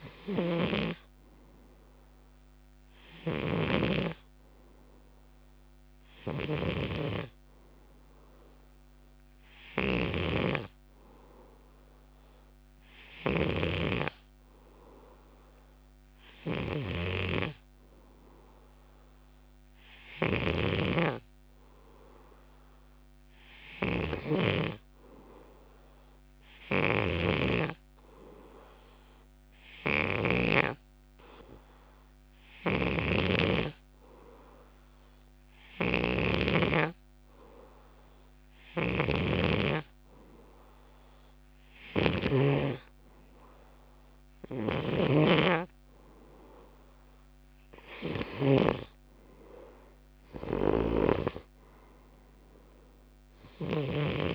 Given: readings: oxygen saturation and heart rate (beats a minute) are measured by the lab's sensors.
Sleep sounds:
breathing in sleep by a microphone on the trachea; none
0.00-4.00 s: snoring (device-marked)
6.00-24.50 s: snoring (device-marked)
26.50-30.50 s: snoring (device-marked)
32.50-42.50 s: snoring (device-marked)
44.50-48.50 s: snoring (device-marked)
50.50-54.35 s: snoring (device-marked)
From the record:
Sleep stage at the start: N2 (light sleep); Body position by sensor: on the left side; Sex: male

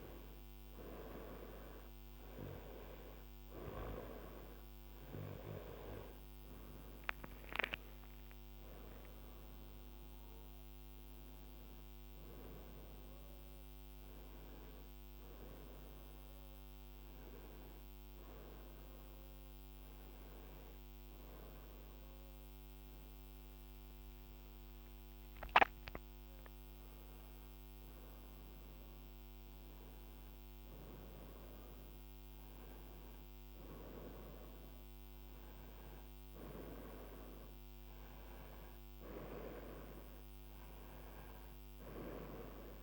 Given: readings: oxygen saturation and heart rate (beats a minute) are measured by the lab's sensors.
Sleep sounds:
a person awake in a sleep study, by a microphone on the trachea; none
2.50-32.50 s: new sleep stage, awake
32.50-42.83 s: new sleep stage, N1 (lightest sleep)
From the record:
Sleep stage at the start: N1 (lightest sleep); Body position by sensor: on the right side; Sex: female

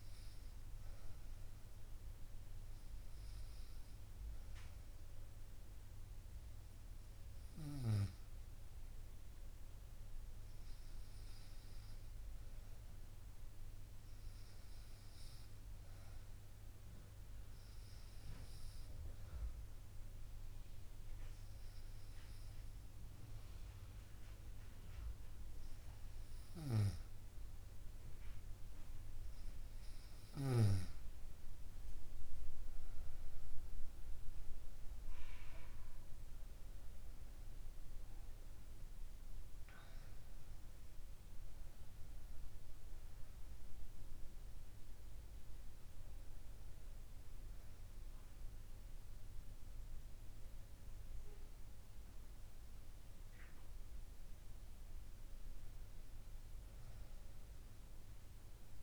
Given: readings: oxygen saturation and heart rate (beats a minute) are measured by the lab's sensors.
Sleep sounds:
breathing in sleep, hard to hear, by a room microphone; none
36.00-41.50 s: arousal
From the record:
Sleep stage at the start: N2 (light sleep); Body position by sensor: on the right side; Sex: female

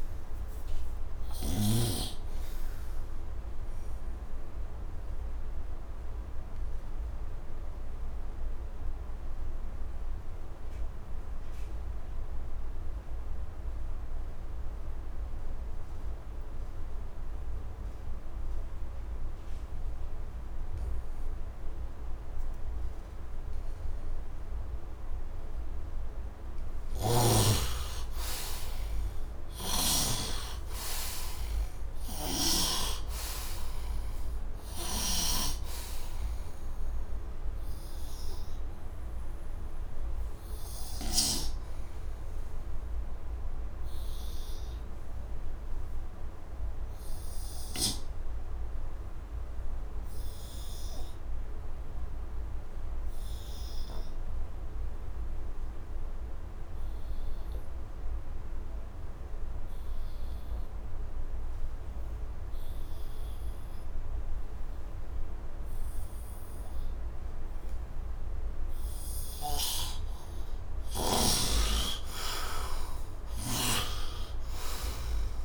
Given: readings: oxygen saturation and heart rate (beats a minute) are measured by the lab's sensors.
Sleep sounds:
breathing in sleep by a room microphone; 2
0.00-1.50 s: snoring (device-marked)
0.00-15.50 s: oxygen desaturation (device-marked, oxygen 69% lowest, heart rate 72 extreme)
1.50-24.50 s: obstructive apnea (oxygen 100% before, 69% lowest, heart rate 80 before, 72 extreme, up 8 after)
20.50-51.50 s: oxygen desaturation (device-marked, oxygen 100% before, 71% lowest, heart rate 75 before, 74 extreme)
25.50-29.50 s: arousal
31.50-35.00 s: snoring (device-marked)
41.00-68.50 s: obstructive apnea (oxygen 100% before, 71% lowest, heart rate 83 before, 73 extreme, up 10 after)
64.50-75.45 s: oxygen desaturation (device-marked, oxygen 99% before, 73% lowest, heart rate 77 before, 72 extreme)
69.00-73.50 s: snoring (device-marked)
69.50-74.50 s: arousal
From the record:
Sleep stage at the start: N2 (light sleep); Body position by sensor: on the right side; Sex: male

